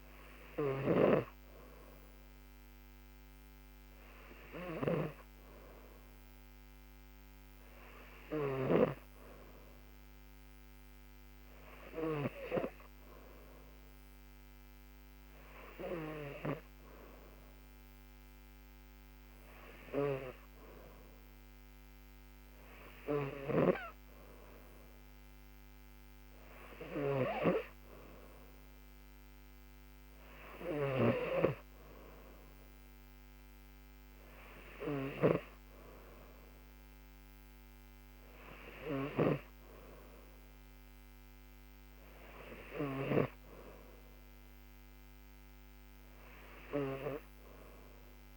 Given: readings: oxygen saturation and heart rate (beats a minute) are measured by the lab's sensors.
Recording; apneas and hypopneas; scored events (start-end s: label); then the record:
breathing in sleep by a microphone on the trachea; none
none scored
From the record:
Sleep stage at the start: N3 (deep sleep); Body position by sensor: on the back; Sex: female